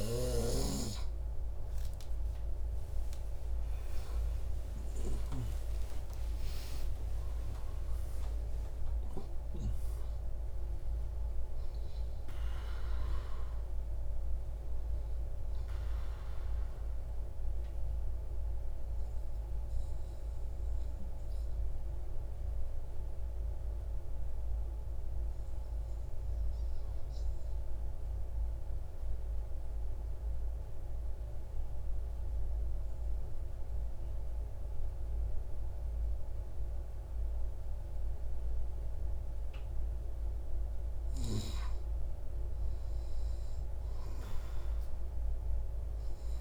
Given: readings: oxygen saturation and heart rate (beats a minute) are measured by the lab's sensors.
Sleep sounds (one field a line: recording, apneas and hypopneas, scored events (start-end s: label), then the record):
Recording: breathing in sleep by a room microphone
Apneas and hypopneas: 1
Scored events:
2.50-9.50 s: arousal
5.00-27.00 s: oxygen desaturation (device-marked, oxygen 99% before, 95% lowest)
19.50-40.50 s: mixed apnea (oxygen 99% before, 95% lowest)
42.50-46.41 s: arousal
From the record:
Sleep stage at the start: N2 (light sleep)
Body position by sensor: on the right side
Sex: male